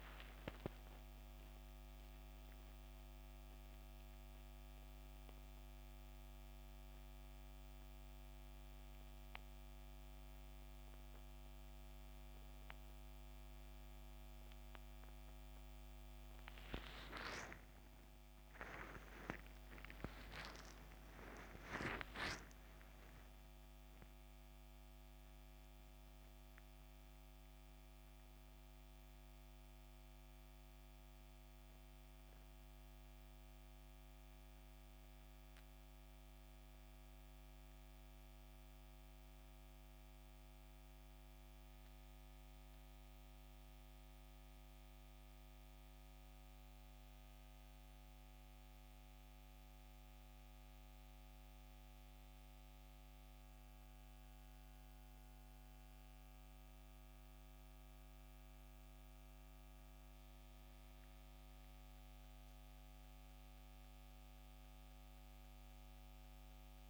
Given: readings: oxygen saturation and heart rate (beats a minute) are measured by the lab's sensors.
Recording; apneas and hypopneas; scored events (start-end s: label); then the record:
breathing in sleep by a microphone on the trachea; none
0.00-14.50 s: oxygen desaturation (device-marked, oxygen 89% lowest, heart rate 70 extreme)
16.00-21.00 s: arousal
From the record:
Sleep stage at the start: N1 (lightest sleep); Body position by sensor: on the back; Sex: male